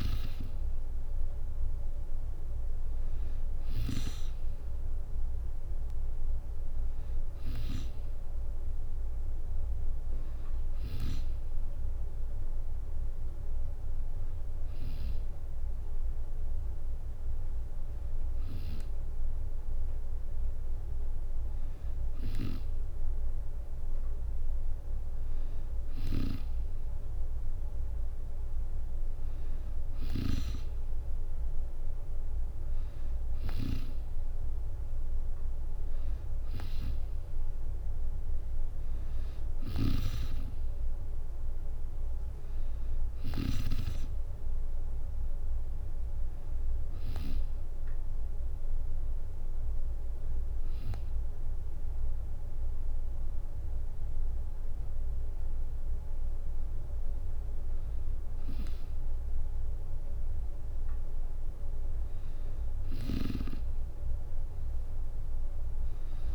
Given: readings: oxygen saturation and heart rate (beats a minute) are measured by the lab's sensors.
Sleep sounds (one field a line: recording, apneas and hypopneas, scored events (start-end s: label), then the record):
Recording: breathing in sleep by a room microphone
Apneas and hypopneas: 1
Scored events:
25.50-47.00 s: snoring (device-marked)
41.50-44.50 s: arousal
48.50-59.50 s: hypopnea (oxygen 95% before, 92% lowest, heart rate 70 before, 65 extreme, up 4 after)
62.50-66.35 s: snoring (device-marked)
63.50-66.35 s: arousal
From the record:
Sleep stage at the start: N2 (light sleep)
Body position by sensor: on the back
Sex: female